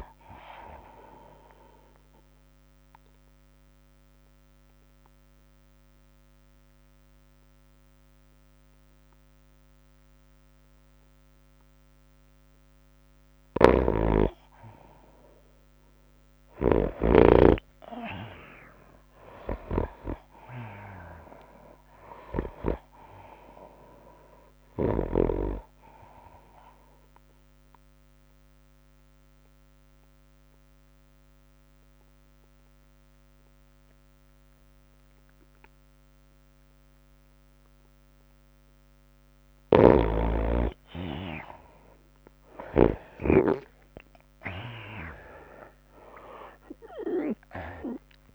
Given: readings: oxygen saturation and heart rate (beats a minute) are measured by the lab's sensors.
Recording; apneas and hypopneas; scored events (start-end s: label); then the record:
breathing in sleep by a microphone on the trachea; 2
0.00-9.50 s: oxygen desaturation (device-marked, oxygen 81% lowest, heart rate 99 extreme)
0.00-9.50 s: tachycardia (device-marked, heart rate 107 extreme)
3.00-14.50 s: obstructive apnea (oxygen 95% before, 84% lowest, heart rate 103 before, 99 extreme, up 2 after)
14.00-18.00 s: snoring (device-marked)
16.50-20.00 s: arousal
17.50-43.50 s: tachycardia (device-marked, heart rate 97 before, 106 extreme)
20.50-35.50 s: oxygen desaturation (device-marked, oxygen 97% before, 86% lowest, heart rate 103 before, 94 extreme)
29.00-40.00 s: obstructive apnea (oxygen 97% before, 84% lowest, heart rate 102 before, 94 extreme, up 0 after)
40.50-44.00 s: arousal
40.50-44.00 s: snoring (device-marked)
42.50-48.35 s: oxygen desaturation (device-marked, oxygen 96% before, 85% lowest, heart rate 104 before, 94 extreme)
45.50-47.50 s: long interval between heartbeats (device-marked, heart rate 104 before, 94 extreme)
From the record:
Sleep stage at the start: N2 (light sleep); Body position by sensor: on the right side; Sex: female